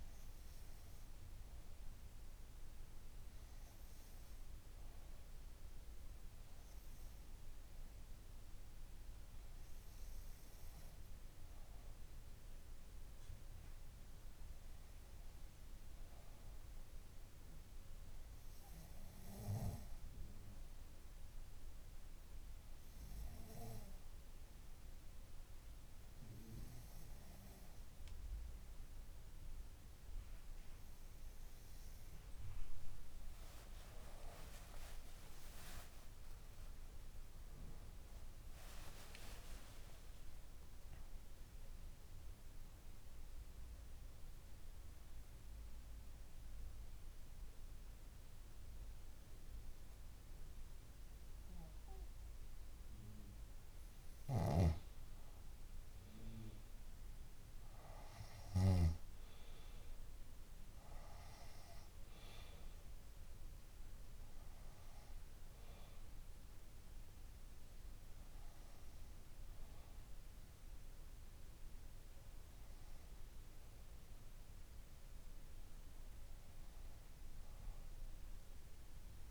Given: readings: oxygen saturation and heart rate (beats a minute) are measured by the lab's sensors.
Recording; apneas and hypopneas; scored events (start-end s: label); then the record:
breathing in sleep by a room microphone; 2
9.00-25.00 s: hypopnea (oxygen 96% before, 93% lowest, heart rate 63 before, 59 extreme, up 6 after)
21.50-23.50 s: bradycardia (device-marked, heart rate 73 before, 61 extreme)
34.50-36.50 s: long interval between heartbeats (device-marked, heart rate 63 before, 77 extreme)
35.50-40.00 s: arousal
38.50-43.50 s: oxygen desaturation (device-marked, oxygen 96% before, 93% lowest, heart rate 67 before, 61 extreme)
42.50-54.50 s: mixed apnea (oxygen 96% before, 93% lowest, heart rate 71 before, 59 extreme, up 7 after)
54.50-59.00 s: snoring (device-marked)
56.50-59.00 s: arousal
67.50-69.50 s: bradycardia (device-marked, heart rate 74 before, 61 extreme)
From the record:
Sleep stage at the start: N2 (light sleep); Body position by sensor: on the back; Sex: female